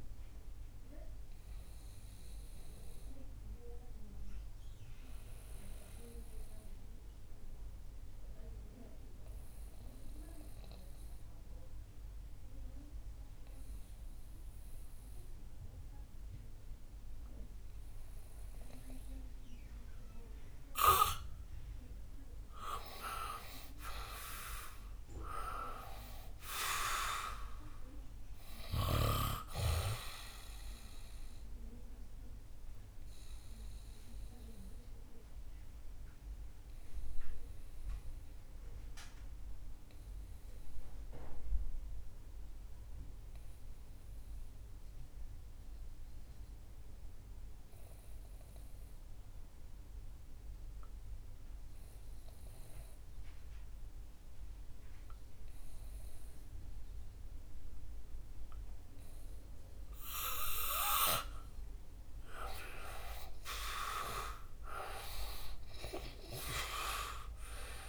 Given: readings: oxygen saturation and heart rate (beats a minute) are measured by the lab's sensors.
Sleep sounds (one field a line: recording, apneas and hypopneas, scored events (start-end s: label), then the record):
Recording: breathing in sleep by a room microphone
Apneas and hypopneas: 2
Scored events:
0.00-17.50 s: oxygen desaturation (device-marked, oxygen 88% lowest, heart rate 62 extreme)
1.00-21.00 s: obstructive apnea (oxygen 97% before, 88% lowest, heart rate 71 before, 62 extreme, up 6 after)
23.00-25.00 s: arousal
25.50-48.50 s: oxygen desaturation (device-marked, oxygen 98% before, 89% lowest, heart rate 68 before, 62 extreme)
32.00-59.50 s: obstructive apnea (oxygen 98% before, 86% lowest, heart rate 69 before, 62 extreme, up 13 after)
62.50-67.89 s: oxygen desaturation (device-marked, oxygen 98% before, 86% lowest, heart rate 65 before, 62 extreme)
63.00-67.89 s: arousal
From the record:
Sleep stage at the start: N2 (light sleep)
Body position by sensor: on the back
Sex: male